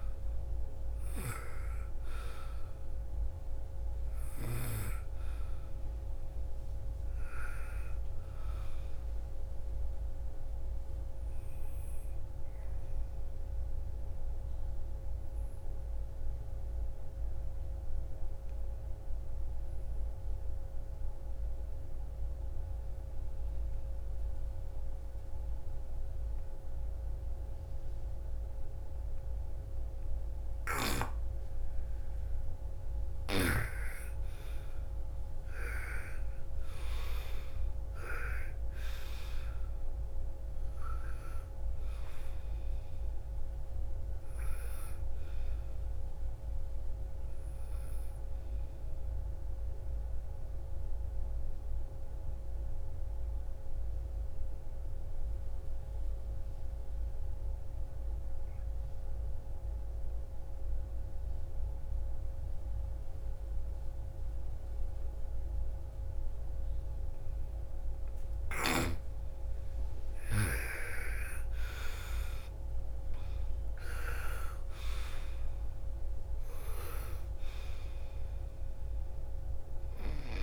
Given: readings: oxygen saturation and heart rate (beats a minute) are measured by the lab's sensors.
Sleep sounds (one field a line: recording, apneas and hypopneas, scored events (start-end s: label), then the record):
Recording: breathing in sleep by a room microphone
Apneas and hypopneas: 2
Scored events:
0.00-16.00 s: oxygen desaturation (device-marked, oxygen 89% lowest, heart rate 49 extreme)
13.50-30.00 s: obstructive apnea (oxygen 98% before, 86% lowest, heart rate 65 before, 49 extreme, up 3 after)
32.00-52.00 s: oxygen desaturation (device-marked, oxygen 98% before, 87% lowest, heart rate 57 before, 38 extreme)
33.00-36.50 s: arousal
50.00-67.00 s: obstructive apnea (oxygen 98% before, 86% lowest, heart rate 63 before, 38 extreme, up 22 after)
68.00-80.43 s: oxygen desaturation (device-marked, oxygen 98% before, 86% lowest, heart rate 52 before, 54 extreme)
70.00-73.00 s: arousal
From the record:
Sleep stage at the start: N2 (light sleep)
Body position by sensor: on the front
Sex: female